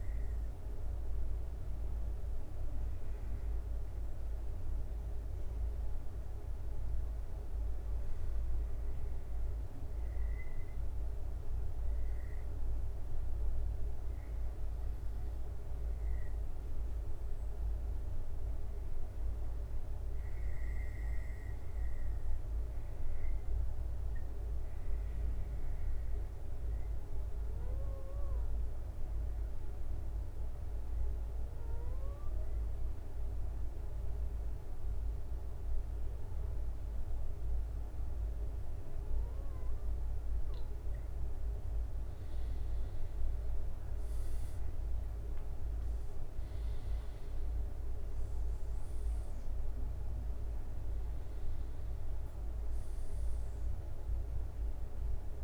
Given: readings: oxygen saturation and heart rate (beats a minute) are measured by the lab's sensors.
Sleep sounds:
breathing in sleep, hard to hear, by a room microphone; 1
23.50-41.00 s: obstructive apnea (oxygen 95% before, 88% lowest, heart rate 72 before, 67 extreme, up 12 after)
43.50-47.50 s: arousal
44.50-55.44 s: drop in pulse transit time (device-marked, heart rate 70 before, 73 extreme)
46.50-55.44 s: oxygen desaturation (device-marked, oxygen 93% before, 88% lowest, heart rate 70 before, 65 extreme)
From the record:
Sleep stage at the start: N2 (light sleep); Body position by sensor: on the back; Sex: male

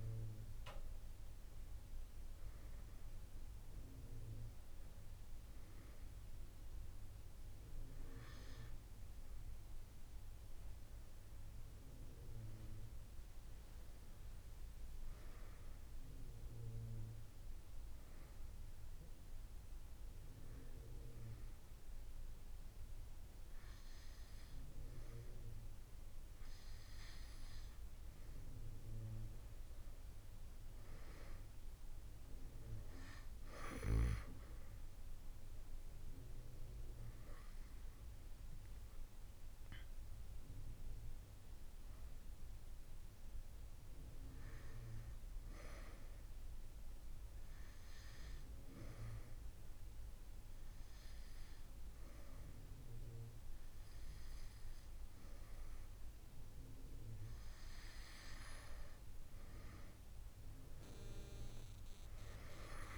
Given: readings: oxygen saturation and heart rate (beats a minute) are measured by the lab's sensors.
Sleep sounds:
breathing in sleep by a room microphone; 2
0.00-1.00 s: arousal
18.50-30.00 s: hypopnea (oxygen 99% before, 93% lowest)
21.00-23.00 s: drop in pulse transit time (device-marked)
25.50-27.50 s: long interval between heartbeats (device-marked)
35.50-39.00 s: arousal
36.00-48.00 s: oxygen desaturation (device-marked, oxygen 97% before, 94% lowest)
44.50-46.50 s: long interval between heartbeats (device-marked)
46.00-56.00 s: drop in pulse transit time (device-marked)
46.50-58.00 s: obstructive apnea (oxygen 97% before, 93% lowest)
47.00-49.00 s: long interval between heartbeats (device-marked)
50.50-52.50 s: long interval between heartbeats (device-marked)
57.00-59.00 s: long interval between heartbeats (device-marked)
59.50-62.98 s: arousal
60.00-62.00 s: long interval between heartbeats (device-marked)
60.00-62.98 s: oxygen desaturation (device-marked, oxygen 97% before, 93% lowest)
From the record:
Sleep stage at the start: N2 (light sleep); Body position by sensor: on the back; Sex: female

